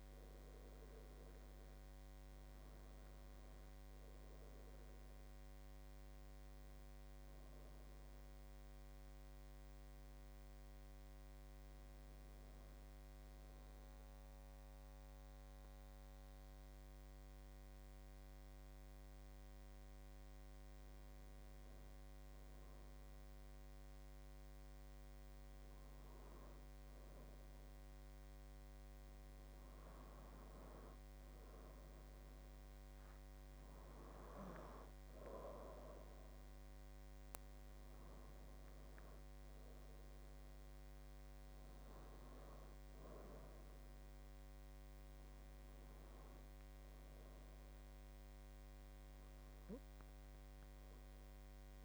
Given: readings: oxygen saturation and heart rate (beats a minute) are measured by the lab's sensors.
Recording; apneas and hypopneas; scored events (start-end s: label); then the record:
breathing in sleep, hard to hear, by a microphone on the trachea; 1
0.00-5.00 s: oxygen desaturation (device-marked, oxygen 92% lowest, heart rate 70 extreme)
13.00-29.50 s: obstructive apnea (oxygen 95% before, 92% lowest, heart rate 74 before, 69 extreme, up 13 after)
32.00-51.85 s: oxygen desaturation (device-marked, oxygen 96% before, 92% lowest, heart rate 73 before, 69 extreme)
33.50-37.00 s: arousal
From the record:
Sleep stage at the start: N2 (light sleep); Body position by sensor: on the left side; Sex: male